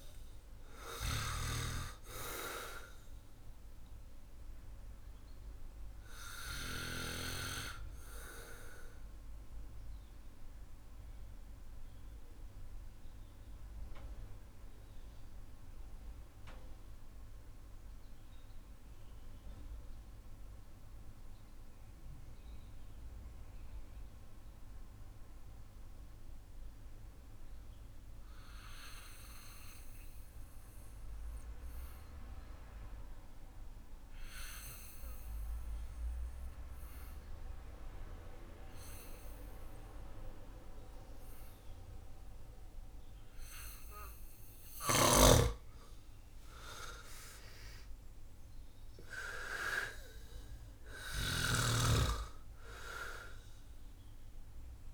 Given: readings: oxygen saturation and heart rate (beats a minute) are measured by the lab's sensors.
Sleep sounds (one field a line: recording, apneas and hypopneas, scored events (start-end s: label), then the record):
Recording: breathing in sleep by a room microphone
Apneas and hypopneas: 1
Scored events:
0.00-27.50 s: oxygen desaturation (device-marked, oxygen 78% lowest)
10.00-43.50 s: mixed apnea (oxygen 93% before, 78% lowest)
34.50-54.94 s: oxygen desaturation (device-marked, oxygen 98% before, 83% lowest)
From the record:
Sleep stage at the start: N2 (light sleep)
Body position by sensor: on the back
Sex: male